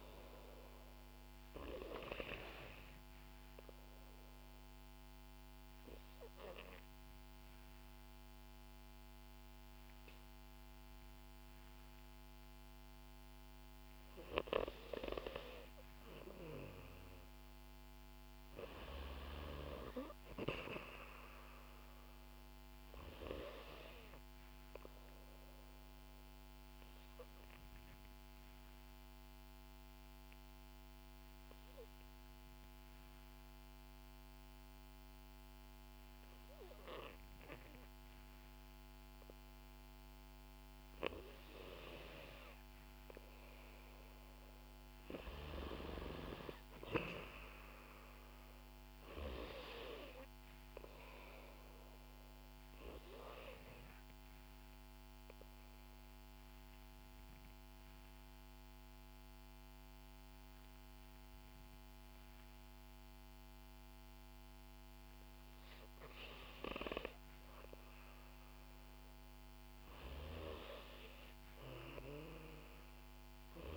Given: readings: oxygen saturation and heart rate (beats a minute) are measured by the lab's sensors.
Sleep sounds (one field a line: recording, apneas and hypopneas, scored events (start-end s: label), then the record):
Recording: breathing in sleep by a microphone on the trachea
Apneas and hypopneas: 3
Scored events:
2.50-13.50 s: obstructive apnea (oxygen 94% before, 91% lowest, heart rate 60 before, 58 extreme, up 1 after)
15.50-19.00 s: arousal
25.50-40.50 s: obstructive apnea (oxygen 94% before, 91% lowest, heart rate 60 before, 58 extreme, up 5 after)
42.50-46.00 s: arousal
52.00-64.00 s: obstructive apnea (oxygen 95% before, 91% lowest, heart rate 61 before, 59 extreme, up 2 after)
66.00-68.00 s: arousal
From the record:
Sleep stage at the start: N2 (light sleep)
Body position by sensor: on the back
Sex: female